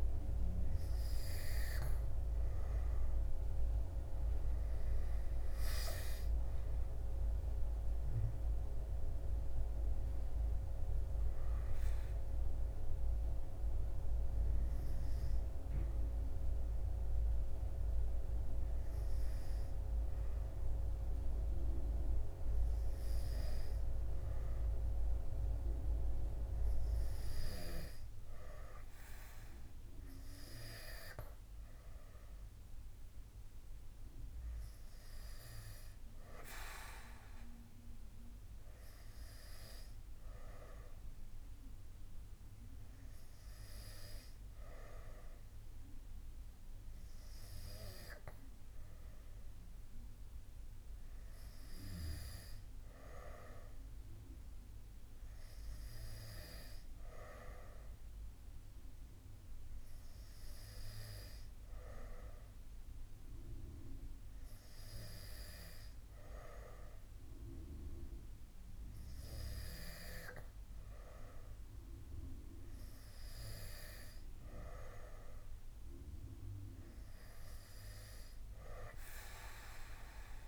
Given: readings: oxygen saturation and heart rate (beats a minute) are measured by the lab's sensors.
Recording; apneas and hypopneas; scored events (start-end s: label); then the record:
breathing in sleep by a room microphone; none
none scored
From the record:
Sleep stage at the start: N2 (light sleep); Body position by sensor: on the back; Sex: male